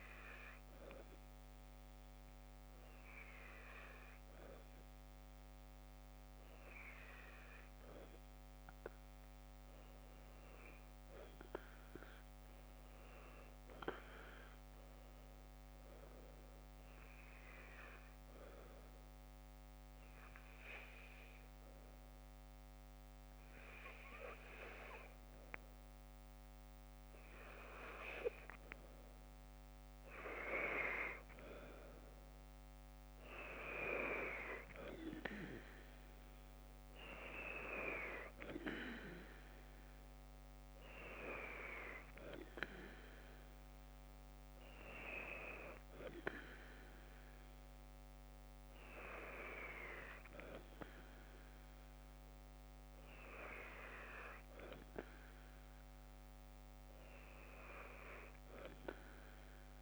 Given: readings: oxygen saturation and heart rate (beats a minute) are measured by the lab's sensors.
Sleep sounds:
breathing in sleep by a microphone on the trachea; none
none scored
From the record:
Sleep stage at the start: N2 (light sleep); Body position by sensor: on the left side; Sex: female

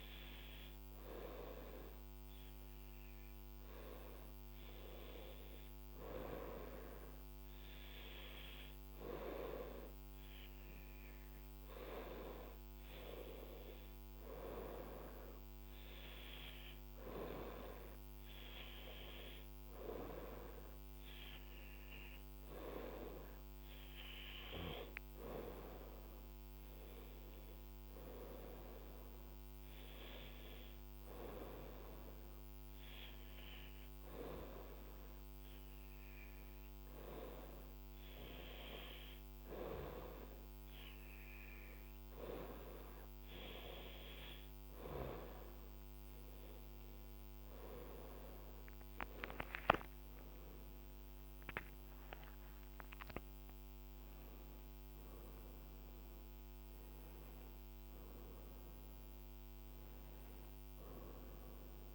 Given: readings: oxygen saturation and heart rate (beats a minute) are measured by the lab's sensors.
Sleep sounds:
breathing in sleep by a microphone on the trachea; none
42.50-61.95 s: new sleep stage, N1 (lightest sleep)
50.50-57.00 s: arousal
From the record:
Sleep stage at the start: N2 (light sleep); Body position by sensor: on the right side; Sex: female

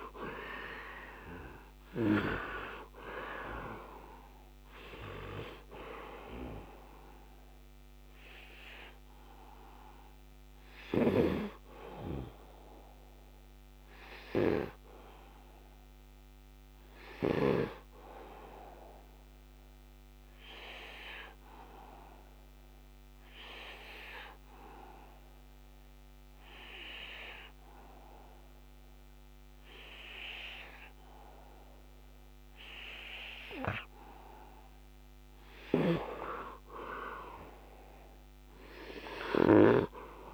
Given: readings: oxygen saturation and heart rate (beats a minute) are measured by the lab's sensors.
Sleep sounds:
breathing in sleep by a microphone on the trachea; 1
0.00-19.50 s: oxygen desaturation (device-marked, oxygen 77% lowest, heart rate 77 extreme)
21.50-35.00 s: obstructive apnea (oxygen 100% before, 86% lowest, heart rate 84 before, 74 extreme, up 4 after)
35.00-40.34 s: snoring (device-marked)
35.50-40.34 s: oxygen desaturation (device-marked, oxygen 99% before, 86% lowest, heart rate 78 before, 73 extreme)
36.50-39.00 s: arousal
From the record:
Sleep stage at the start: N2 (light sleep); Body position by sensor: on the right side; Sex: male

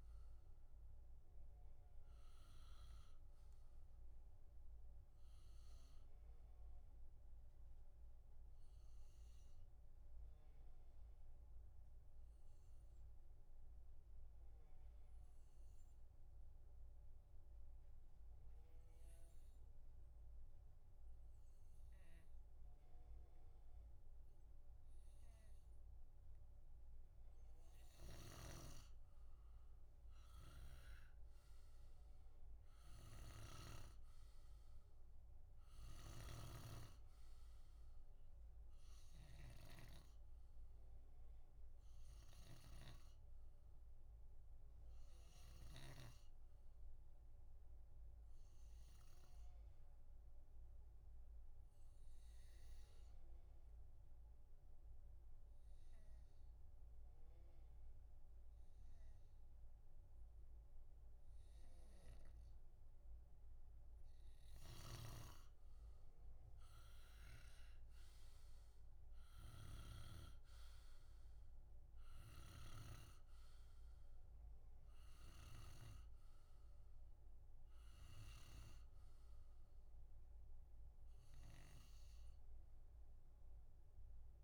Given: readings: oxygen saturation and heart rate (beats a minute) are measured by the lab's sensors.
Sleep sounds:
breathing in sleep by a room microphone; 2
3.50-23.50 s: obstructive apnea (oxygen 95% before, 89% lowest, heart rate 65 before, 60 extreme, up 1 after)
5.00-17.00 s: oxygen desaturation (device-marked, oxygen 92% before, 89% lowest, heart rate 66 before, 60 extreme)
26.00-30.00 s: arousal
33.00-36.50 s: snoring (device-marked)
37.00-60.00 s: oxygen desaturation (device-marked, oxygen 95% before, 89% lowest, heart rate 61 before, 61 extreme)
42.50-46.00 s: snoring (device-marked)
49.00-62.50 s: obstructive apnea (oxygen 96% before, 89% lowest, heart rate 62 before, 61 extreme, up 13 after)
64.50-68.50 s: arousal
64.50-70.00 s: snoring (device-marked)
72.00-76.00 s: snoring (device-marked)
From the record:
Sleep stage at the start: N2 (light sleep); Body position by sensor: on the back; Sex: male

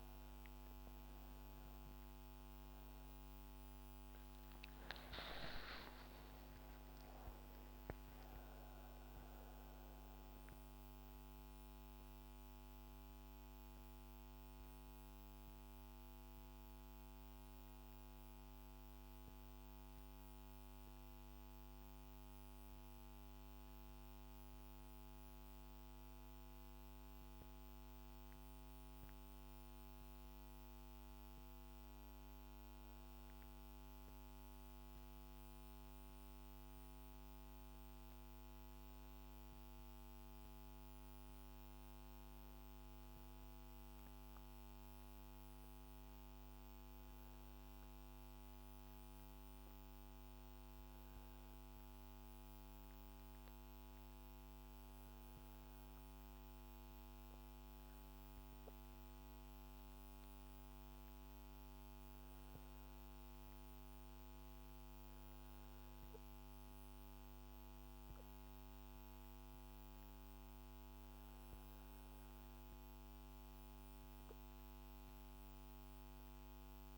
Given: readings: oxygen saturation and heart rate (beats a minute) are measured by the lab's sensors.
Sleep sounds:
breathing in sleep, hard to hear, by a microphone on the trachea; none
0.00-5.00 s: arousal
6.00-17.00 s: oxygen desaturation (device-marked, oxygen 99% before, 94% lowest, heart rate 70 before, 61 extreme)
From the record:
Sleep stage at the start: N2 (light sleep); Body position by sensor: on the back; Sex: female

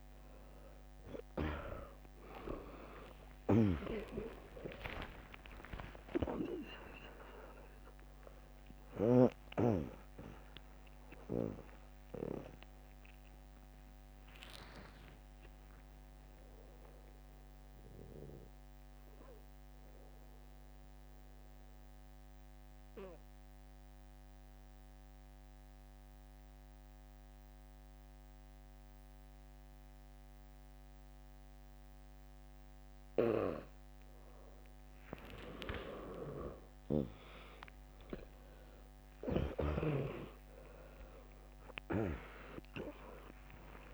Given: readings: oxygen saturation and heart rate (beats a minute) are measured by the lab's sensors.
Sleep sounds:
breathing in sleep by a microphone on the trachea; 1
0.00-4.00 s: arousal
0.00-4.50 s: snoring (device-marked)
2.00-11.00 s: oxygen desaturation (device-marked, oxygen 99% before, 95% lowest, heart rate 58 before, 55 extreme)
2.00-18.00 s: drop in pulse transit time (device-marked, heart rate 58 before, 60 extreme)
3.00-8.00 s: tachycardia (device-marked, heart rate 70 before, 118 extreme)
5.00-7.00 s: long interval between heartbeats (device-marked, heart rate 59 before, 97 extreme)
20.00-32.50 s: obstructive apnea (oxygen 99% before, 93% lowest, heart rate 91 before, 55 extreme, up 3 after)
21.00-29.00 s: oxygen desaturation (device-marked, oxygen 96% before, 93% lowest, heart rate 93 before, 55 extreme)
22.00-38.00 s: bradycardia (device-marked, heart rate 72 before, 55 extreme)
34.50-39.00 s: arousal
39.00-43.94 s: drop in pulse transit time (device-marked, heart rate 62 before, 56 extreme)
From the record:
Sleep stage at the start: N2 (light sleep); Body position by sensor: on the back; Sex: female

